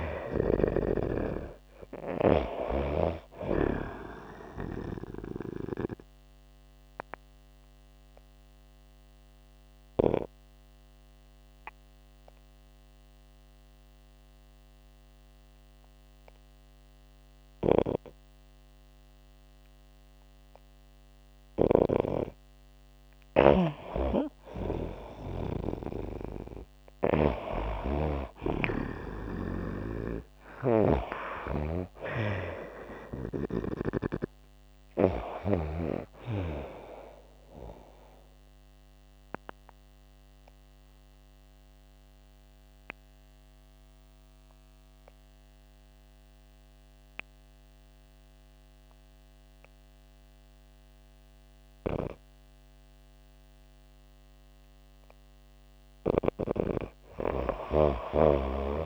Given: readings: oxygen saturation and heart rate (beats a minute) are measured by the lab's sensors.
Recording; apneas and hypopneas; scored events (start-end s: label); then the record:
breathing in sleep by a microphone on the trachea; 2
0.00-2.00 s: snoring (device-marked)
0.00-5.00 s: oxygen desaturation (device-marked, oxygen 90% lowest, heart rate 55 extreme)
6.00-21.00 s: obstructive apnea (oxygen 94% before, 88% lowest, heart rate 76 before, 65 extreme, up 20 after)
22.50-35.50 s: snoring (device-marked)
24.00-28.50 s: arousal
30.00-55.00 s: oxygen desaturation (device-marked, oxygen 95% before, 88% lowest, heart rate 93 before, 73 extreme)
37.50-54.50 s: obstructive apnea (oxygen 95% before, 88% lowest, heart rate 89 before, 73 extreme)
57.00-58.86 s: snoring (device-marked)
From the record:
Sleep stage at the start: N2 (light sleep); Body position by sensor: on the back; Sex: female